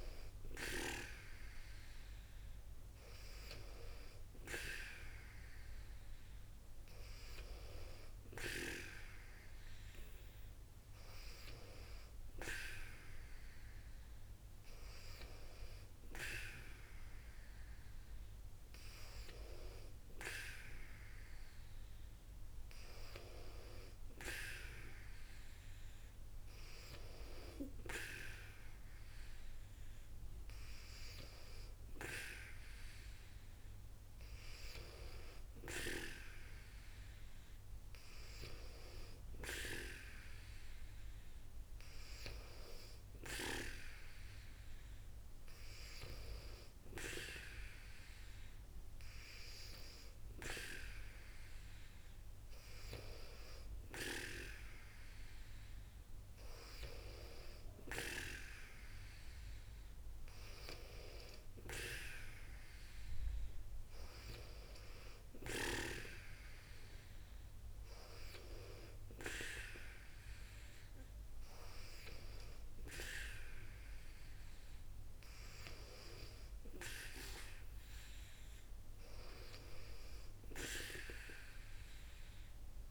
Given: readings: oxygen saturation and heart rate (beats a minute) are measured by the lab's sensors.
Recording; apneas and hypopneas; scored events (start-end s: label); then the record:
breathing in sleep by a room microphone; none
none scored
From the record:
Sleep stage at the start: N2 (light sleep); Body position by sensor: on the back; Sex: female